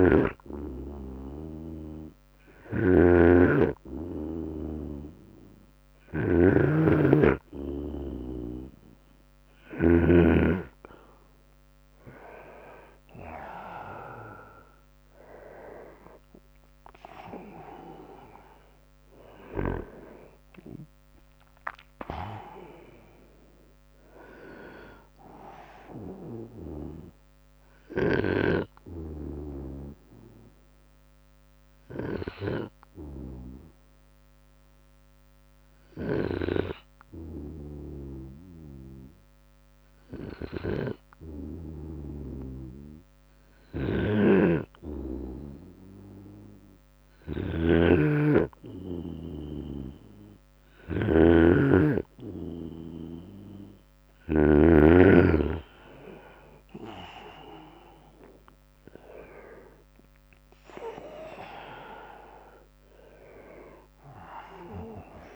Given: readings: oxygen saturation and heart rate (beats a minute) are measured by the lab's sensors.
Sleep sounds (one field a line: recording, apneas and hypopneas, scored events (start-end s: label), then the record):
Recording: breathing in sleep by a microphone on the trachea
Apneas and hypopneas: 1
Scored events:
0.00-2.00 s: arousal
0.00-9.00 s: snoring (device-marked)
9.00-27.00 s: oxygen desaturation (device-marked, oxygen 100% before, 96% lowest, heart rate 73 before, 58 extreme)
12.00-24.00 s: drop in pulse transit time (device-marked, heart rate 75 before, 74 extreme)
27.50-41.50 s: hypopnea (oxygen 100% before, 96% lowest, heart rate 80 before, 59 extreme, up 18 after)
29.00-33.00 s: bradycardia (device-marked, heart rate 75 before, 58 extreme)
31.00-33.00 s: long interval between heartbeats (device-marked, heart rate 78 before, 58 extreme)
43.00-54.00 s: snoring (device-marked)
43.50-47.50 s: arousal
57.00-65.36 s: drop in pulse transit time (device-marked, heart rate 72 before, 72 extreme)
59.00-65.36 s: oxygen desaturation (device-marked, oxygen 100% before, 96% lowest, heart rate 74 before, 67 extreme)
From the record:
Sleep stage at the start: N2 (light sleep)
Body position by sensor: on the right side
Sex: male